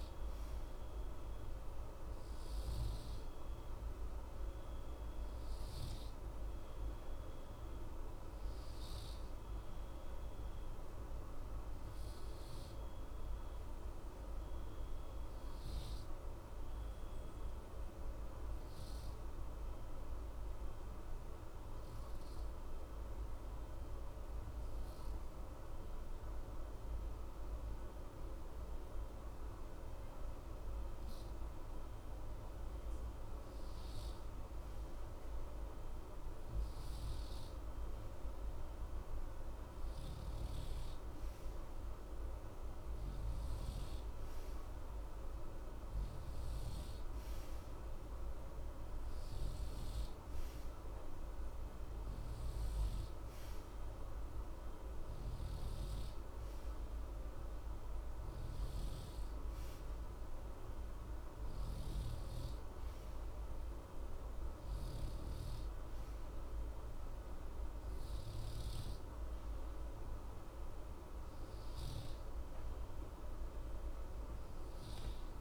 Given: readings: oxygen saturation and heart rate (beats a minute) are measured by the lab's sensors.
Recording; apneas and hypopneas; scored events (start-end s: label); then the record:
breathing in sleep, hard to hear, by a room microphone; 1
14.00-34.00 s: obstructive apnea (oxygen 93% before, 91% lowest, heart rate 60 before, 60 extreme, up 0 after)
36.00-39.50 s: arousal
49.50-71.50 s: oxygen desaturation (device-marked, oxygen 94% before, 91% lowest, heart rate 60 before, 60 extreme)
From the record:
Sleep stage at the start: N2 (light sleep); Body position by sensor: on the right side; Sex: male